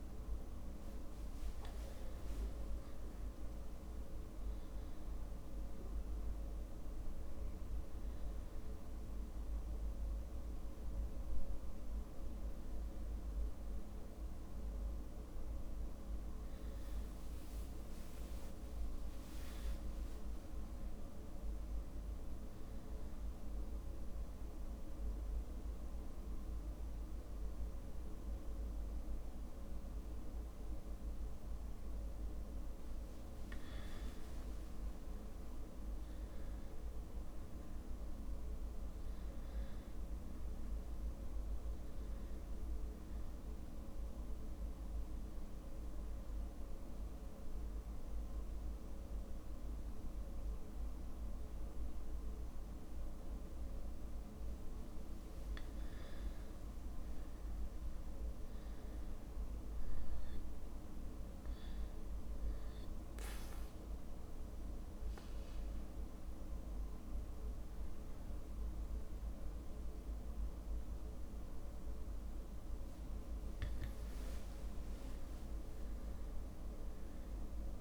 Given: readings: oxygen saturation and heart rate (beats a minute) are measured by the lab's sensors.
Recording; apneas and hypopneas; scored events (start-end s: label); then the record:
breathing in sleep, hard to hear, by a room microphone; 3
0.00-4.50 s: oxygen desaturation (device-marked, oxygen 95% lowest)
17.00-21.50 s: arousal
23.50-33.50 s: central apnea (oxygen 99% before, 96% lowest)
28.50-30.50 s: drop in pulse transit time (device-marked)
29.50-31.50 s: long interval between heartbeats (device-marked)
34.50-38.00 s: arousal
34.50-41.50 s: drop in pulse transit time (device-marked)
37.50-39.50 s: long interval between heartbeats (device-marked)
46.00-56.00 s: central apnea (oxygen 99% before, 96% lowest)
57.00-60.00 s: arousal
58.00-60.00 s: long interval between heartbeats (device-marked)
62.00-73.50 s: obstructive apnea (oxygen 98% before, 96% lowest)
73.00-75.00 s: long interval between heartbeats (device-marked)
75.00-77.81 s: arousal
From the record:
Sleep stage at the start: N2 (light sleep); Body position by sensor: on the back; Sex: male